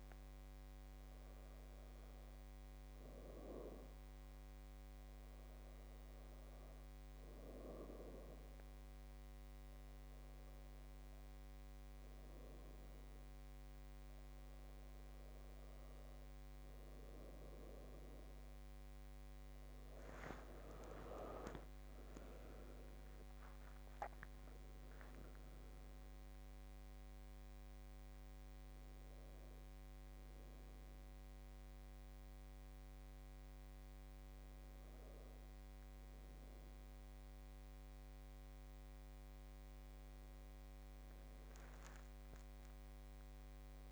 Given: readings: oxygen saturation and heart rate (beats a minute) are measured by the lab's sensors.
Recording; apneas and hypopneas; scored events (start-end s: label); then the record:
a person awake in a sleep study, by a microphone on the trachea; none
14.00-43.92 s: new sleep stage, awake
From the record:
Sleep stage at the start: N2 (light sleep); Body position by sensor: on the back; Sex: female